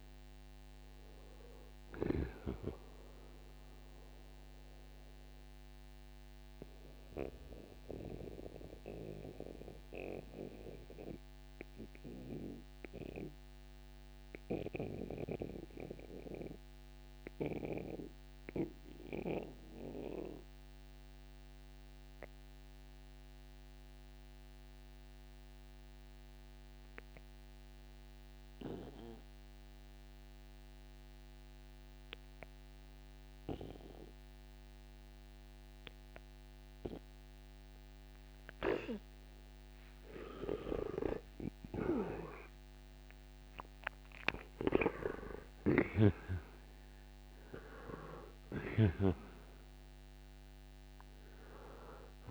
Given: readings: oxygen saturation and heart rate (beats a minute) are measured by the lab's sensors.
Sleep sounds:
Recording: breathing in sleep by a microphone on the trachea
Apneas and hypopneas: 1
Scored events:
0.00-2.50 s: snoring (device-marked)
0.00-20.00 s: oxygen desaturation (device-marked, oxygen 88% lowest, heart rate 57 extreme)
8.50-39.50 s: mixed apnea (oxygen 97% before, 83% lowest, heart rate 68 before, 57 extreme, up 12 after)
37.00-52.31 s: oxygen desaturation (device-marked, oxygen 97% before, 83% lowest, heart rate 60 before, 56 extreme)
40.50-46.50 s: arousal
48.00-52.31 s: snoring (device-marked)
From the record:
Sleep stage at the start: N2 (light sleep)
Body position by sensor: on the right side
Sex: male

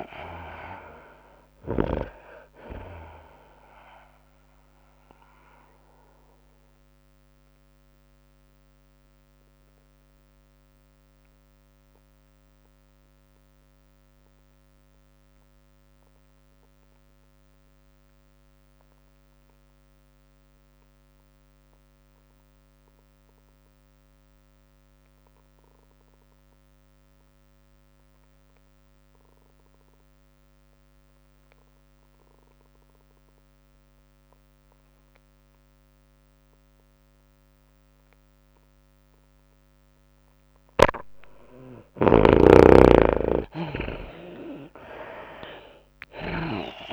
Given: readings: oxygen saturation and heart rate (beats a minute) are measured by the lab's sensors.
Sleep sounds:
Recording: breathing in sleep by a microphone on the trachea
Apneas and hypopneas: 1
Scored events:
0.00-10.50 s: drop in pulse transit time (device-marked, heart rate 103 extreme)
0.00-17.50 s: oxygen desaturation (device-marked, oxygen 73% lowest, heart rate 92 extreme)
0.00-17.50 s: tachycardia (device-marked, heart rate 111 extreme)
4.00-40.50 s: mixed apnea (oxygen 99% before, 71% lowest, heart rate 103 before, 92 extreme, up 9 after)
19.50-21.50 s: long interval between heartbeats (device-marked, heart rate 108 before, 94 extreme)
27.50-46.93 s: oxygen desaturation (device-marked, oxygen 100% before, 71% lowest, heart rate 102 before, 99 extreme)
37.50-46.93 s: tachycardia (device-marked, heart rate 105 before, 112 extreme)
42.50-46.50 s: arousal
42.50-46.93 s: snoring (device-marked)
From the record:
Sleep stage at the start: N2 (light sleep)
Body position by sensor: on the back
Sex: female

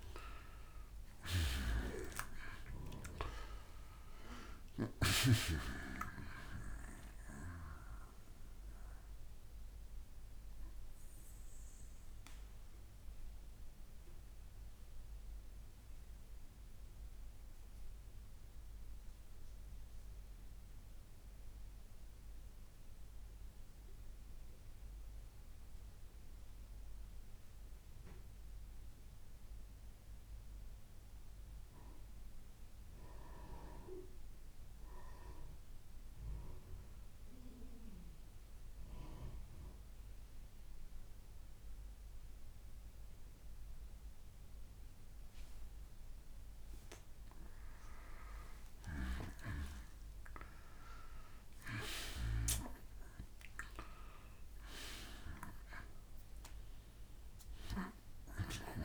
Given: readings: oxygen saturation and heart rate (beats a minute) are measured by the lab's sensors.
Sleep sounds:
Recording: breathing in sleep by a room microphone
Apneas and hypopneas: 1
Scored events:
0.00-24.00 s: oxygen desaturation (device-marked, oxygen 85% lowest, heart rate 62 extreme)
9.50-45.00 s: mixed apnea (oxygen 97% before, 86% lowest, heart rate 66 before, 62 extreme, up 2 after)
46.00-49.50 s: arousal
From the record:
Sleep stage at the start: N2 (light sleep)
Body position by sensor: on the back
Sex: male

